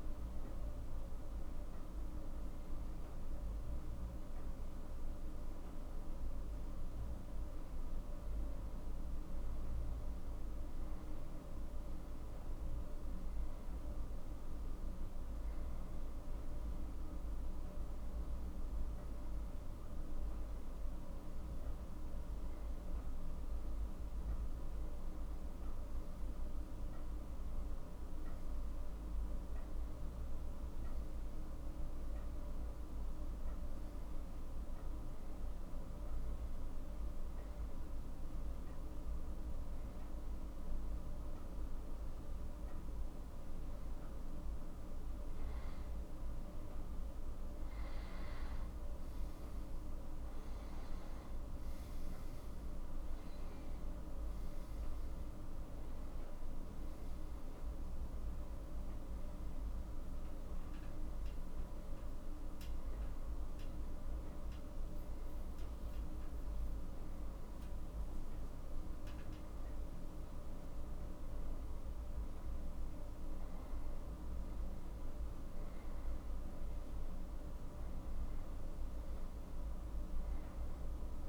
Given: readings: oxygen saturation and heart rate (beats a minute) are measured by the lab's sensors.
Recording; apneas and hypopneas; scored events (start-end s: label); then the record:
breathing in sleep, hard to hear, by a room microphone; 1
24.00-28.00 s: arousal
36.50-48.00 s: hypopnea (oxygen 96% before, 88% lowest, heart rate 60 before, 58 extreme, up 6 after)
50.00-53.50 s: arousal
53.50-66.50 s: oxygen desaturation (device-marked, oxygen 92% before, 88% lowest, heart rate 59 before, 58 extreme)
From the record:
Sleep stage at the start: N2 (light sleep); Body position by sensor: on the back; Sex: male